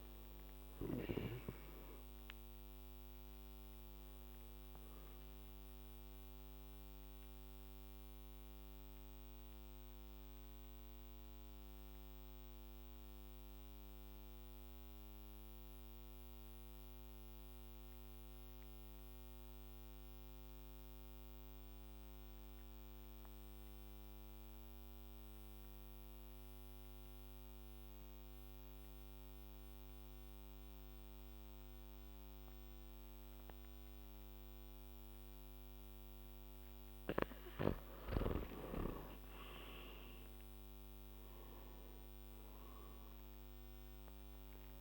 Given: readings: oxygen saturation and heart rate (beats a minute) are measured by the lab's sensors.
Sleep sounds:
breathing in sleep by a microphone on the trachea; 1
0.00-25.00 s: oxygen desaturation (device-marked, oxygen 90% lowest, heart rate 53 extreme)
7.50-37.00 s: obstructive apnea (oxygen 99% before, 90% lowest, heart rate 60 before, 52 extreme, up 8 after)
38.50-43.50 s: arousal
From the record:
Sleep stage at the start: N2 (light sleep); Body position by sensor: on the back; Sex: male

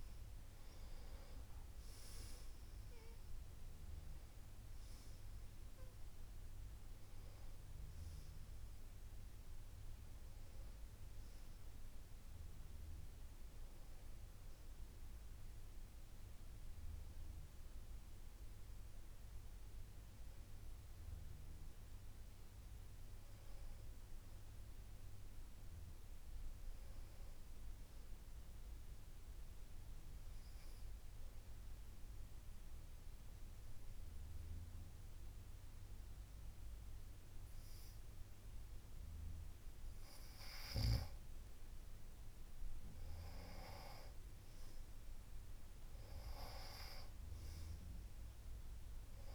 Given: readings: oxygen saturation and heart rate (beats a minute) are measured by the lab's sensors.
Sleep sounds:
breathing in sleep, hard to hear, by a room microphone; 1
30.50-40.50 s: obstructive apnea (oxygen 98% before, 94% lowest, heart rate 61 before, 55 extreme, up 19 after)
44.00-47.50 s: arousal
From the record:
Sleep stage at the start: N2 (light sleep); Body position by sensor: on the back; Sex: female

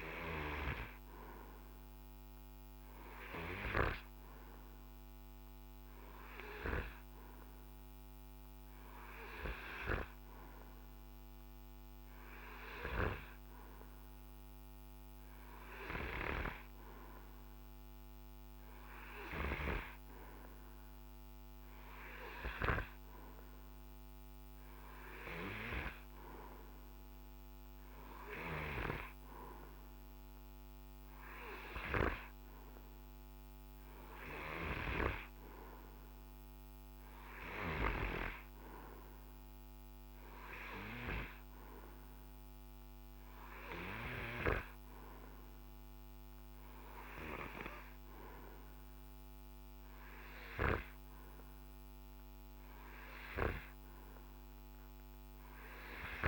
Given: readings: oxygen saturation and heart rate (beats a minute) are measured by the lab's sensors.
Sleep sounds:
breathing in sleep by a microphone on the trachea; none
none scored
From the record:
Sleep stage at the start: N2 (light sleep); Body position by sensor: on the right side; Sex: male

